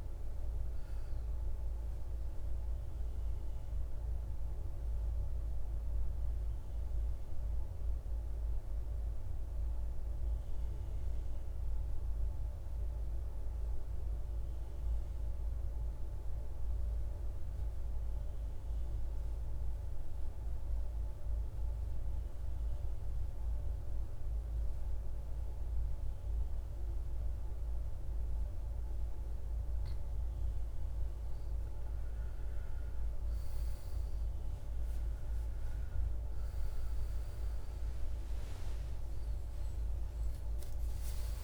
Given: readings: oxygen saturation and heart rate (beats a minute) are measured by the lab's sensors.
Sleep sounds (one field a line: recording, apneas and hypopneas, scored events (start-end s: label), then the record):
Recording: breathing in sleep, hard to hear, by a room microphone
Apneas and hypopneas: 1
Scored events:
0.00-11.50 s: oxygen desaturation (device-marked, oxygen 84% lowest, heart rate 53 extreme)
6.50-28.50 s: mixed apnea (oxygen 97% before, 88% lowest, heart rate 68 before, 53 extreme, up 15 after)
30.50-34.50 s: arousal
30.50-41.44 s: oxygen desaturation (device-marked, oxygen 98% before, 88% lowest, heart rate 53 before, 52 extreme)
From the record:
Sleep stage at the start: N2 (light sleep)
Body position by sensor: on the back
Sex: male